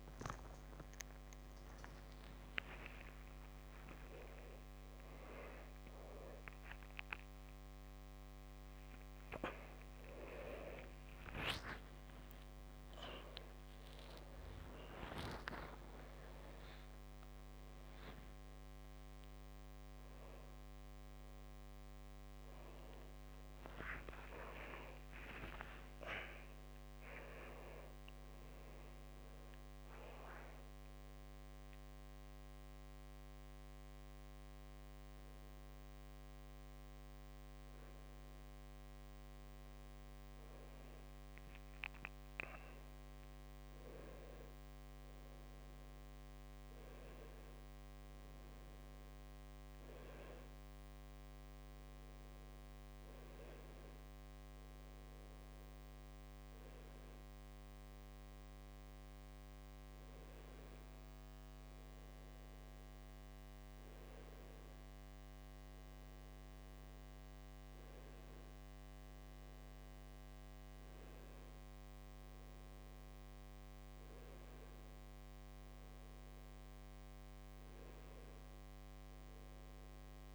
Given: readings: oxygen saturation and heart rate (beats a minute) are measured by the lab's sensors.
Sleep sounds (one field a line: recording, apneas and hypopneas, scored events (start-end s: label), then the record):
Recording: a person partly awake in a sleep study, by a microphone on the trachea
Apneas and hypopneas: none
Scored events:
18.00-80.35 s: new sleep stage, N1 (lightest sleep)
From the record:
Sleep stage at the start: awake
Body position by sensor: on the back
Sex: male